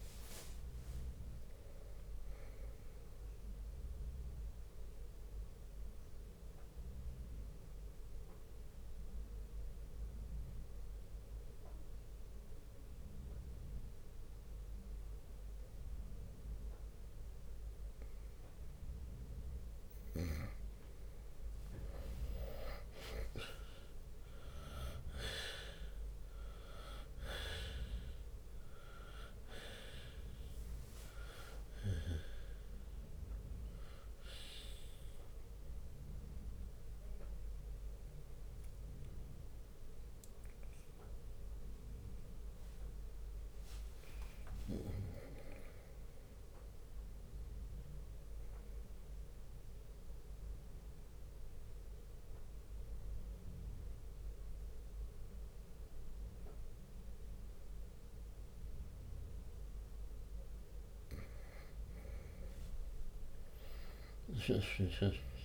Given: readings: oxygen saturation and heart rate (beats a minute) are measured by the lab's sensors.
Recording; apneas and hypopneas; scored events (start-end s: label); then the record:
breathing in sleep by a room microphone; 2
3.00-18.00 s: obstructive apnea (oxygen 97% before, 89% lowest, heart rate 66 before, 61 extreme, up 7 after)
21.00-25.50 s: arousal
24.50-51.50 s: oxygen desaturation (device-marked, oxygen 98% before, 89% lowest, heart rate 62 before, 60 extreme)
25.50-39.50 s: drop in pulse transit time (device-marked, heart rate 63 before, 67 extreme)
42.50-44.50 s: long interval between heartbeats (device-marked, heart rate 69 before, 69 extreme)
43.00-47.00 s: arousal
48.50-60.50 s: obstructive apnea (oxygen 98% before, 90% lowest, heart rate 70 before, 60 extreme, up 5 after)
62.50-65.45 s: arousal
From the record:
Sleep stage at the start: N2 (light sleep); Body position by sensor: on the right side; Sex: male